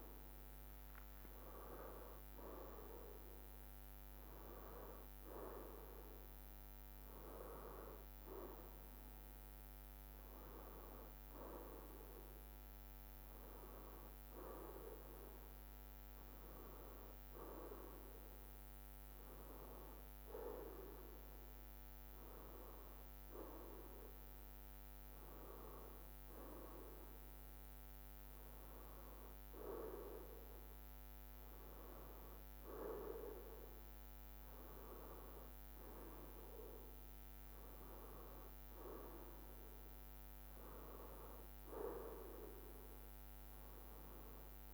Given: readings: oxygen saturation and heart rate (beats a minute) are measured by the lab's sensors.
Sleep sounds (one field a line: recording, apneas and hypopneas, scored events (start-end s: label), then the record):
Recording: a person awake in a sleep study, by a microphone on the trachea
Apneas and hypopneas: none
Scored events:
0.00-15.00 s: drop in pulse transit time (device-marked, heart rate 58 extreme)
5.00-43.00 s: bradycardia (device-marked, heart rate 71 before, 58 extreme)
From the record:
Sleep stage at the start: awake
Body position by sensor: on the left side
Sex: male